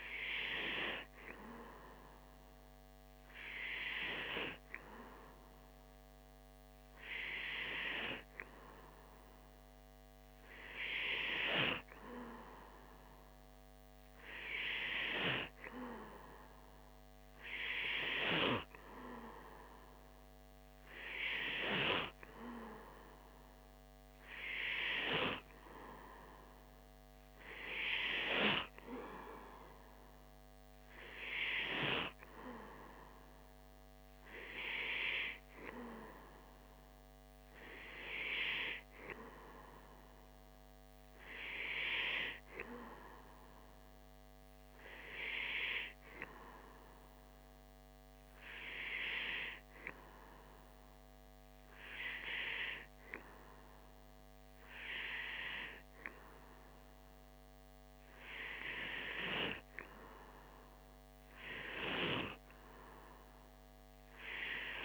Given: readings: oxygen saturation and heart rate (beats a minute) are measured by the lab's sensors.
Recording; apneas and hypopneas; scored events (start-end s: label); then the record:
breathing in sleep by a microphone on the trachea; none
none scored
From the record:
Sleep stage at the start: N2 (light sleep); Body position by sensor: on the back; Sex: male